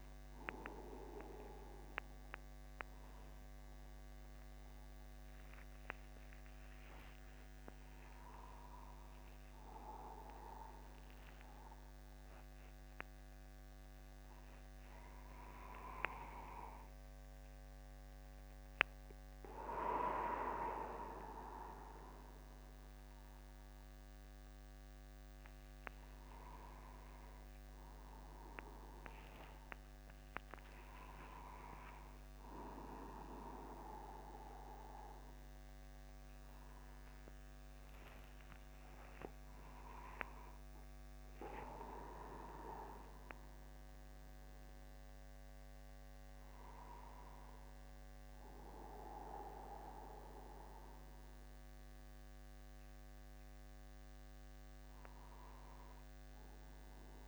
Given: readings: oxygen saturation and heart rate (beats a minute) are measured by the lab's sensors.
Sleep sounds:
a person awake in a sleep study, by a microphone on the trachea; none
0.50-2.50 s: long interval between heartbeats (device-marked, heart rate 52 before, 68 extreme)
9.00-11.00 s: long interval between heartbeats (device-marked, heart rate 57 before, 69 extreme)
18.50-20.50 s: long interval between heartbeats (device-marked, heart rate 63 before, 61 extreme)
26.00-28.00 s: long interval between heartbeats (device-marked, heart rate 61 before, 65 extreme)
29.00-31.00 s: long interval between heartbeats (device-marked, heart rate 62 before, 83 extreme)
35.50-37.50 s: long interval between heartbeats (device-marked, heart rate 73 before, 65 extreme)
39.00-41.00 s: long interval between heartbeats (device-marked, heart rate 77 before, 109 extreme)
From the record:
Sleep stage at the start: awake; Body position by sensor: upright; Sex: male

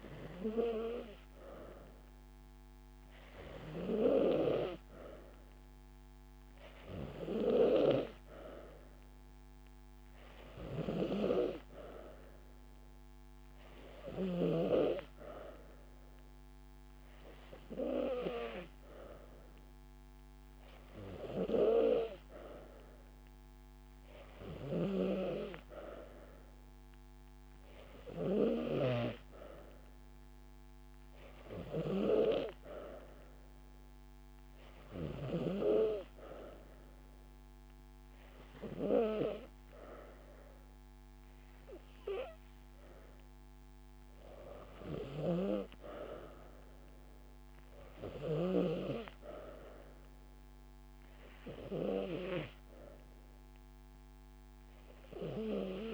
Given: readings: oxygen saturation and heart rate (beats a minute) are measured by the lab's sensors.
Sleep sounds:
breathing in sleep by a microphone on the trachea; none
10.00-12.00 s: long interval between heartbeats (device-marked)
From the record:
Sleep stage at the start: N3 (deep sleep); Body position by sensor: on the back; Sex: female

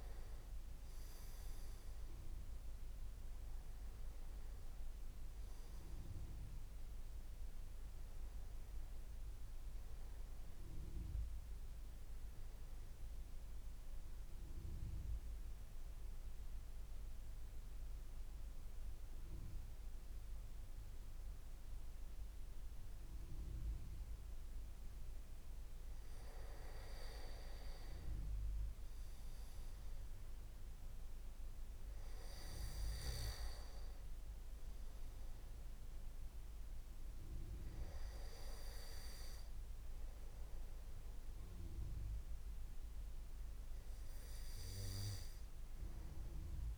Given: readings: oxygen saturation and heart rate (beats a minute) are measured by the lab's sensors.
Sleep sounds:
breathing in sleep by a room microphone; 1
14.50-27.00 s: central apnea (oxygen 97% before, 95% lowest)
29.50-34.00 s: arousal
From the record:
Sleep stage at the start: N2 (light sleep); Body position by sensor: on the back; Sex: male

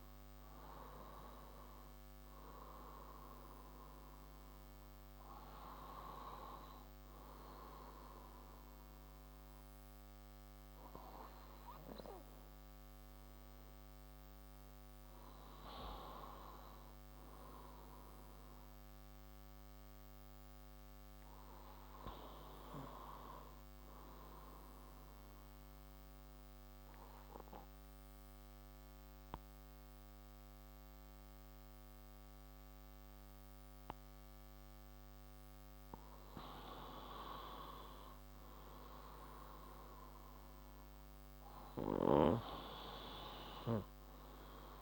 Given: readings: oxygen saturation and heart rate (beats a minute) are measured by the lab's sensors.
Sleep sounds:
breathing in sleep by a microphone on the trachea; 1
24.50-37.00 s: obstructive apnea (oxygen 97% before, 91% lowest, heart rate 61 before, 53 extreme, up 11 after)
31.00-44.81 s: oxygen desaturation (device-marked, oxygen 97% before, 95% lowest, heart rate 62 before, 53 extreme)
38.50-42.50 s: arousal
From the record:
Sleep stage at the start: N1 (lightest sleep); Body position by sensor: on the left side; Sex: male

